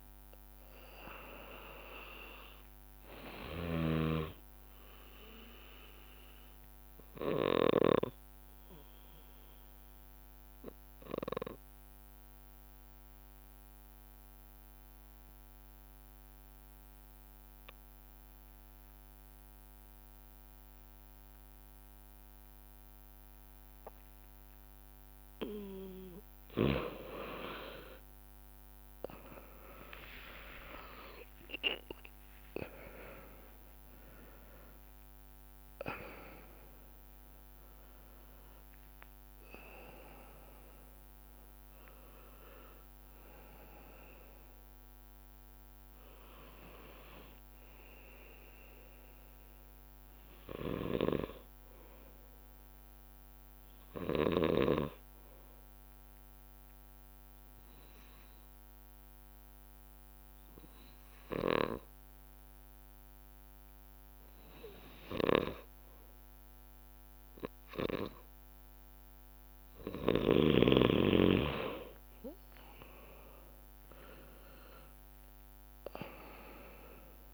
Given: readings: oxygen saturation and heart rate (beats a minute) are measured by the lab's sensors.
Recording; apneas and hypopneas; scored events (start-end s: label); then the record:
breathing in sleep by a microphone on the trachea; 2
0.00-20.50 s: oxygen desaturation (device-marked, oxygen 93% lowest)
6.00-25.50 s: obstructive apnea (oxygen 97% before, 92% lowest)
13.50-15.50 s: bradycardia (device-marked)
29.50-34.00 s: arousal
32.50-60.50 s: oxygen desaturation (device-marked, oxygen 98% before, 92% lowest)
55.50-67.50 s: obstructive apnea (oxygen 97% before, 93% lowest)
71.50-75.50 s: arousal
From the record:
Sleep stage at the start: N2 (light sleep); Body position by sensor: on the left side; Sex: male